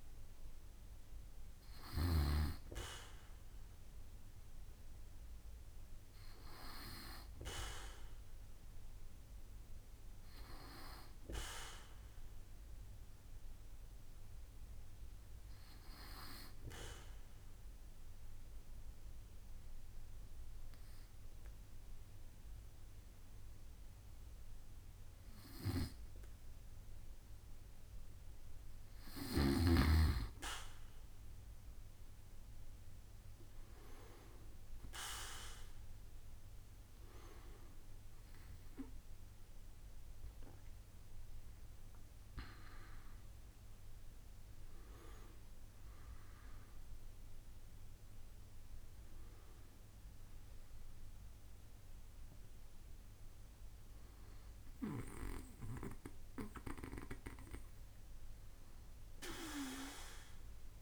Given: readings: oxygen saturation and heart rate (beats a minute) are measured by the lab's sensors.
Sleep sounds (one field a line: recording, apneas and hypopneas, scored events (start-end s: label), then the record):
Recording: breathing in sleep by a room microphone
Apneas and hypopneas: 1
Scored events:
17.00-29.50 s: obstructive apnea (oxygen 95% before, 93% lowest, heart rate 69 before, 67 extreme, up 6 after)
34.00-38.00 s: arousal
From the record:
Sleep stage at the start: N2 (light sleep)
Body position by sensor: on the back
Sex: male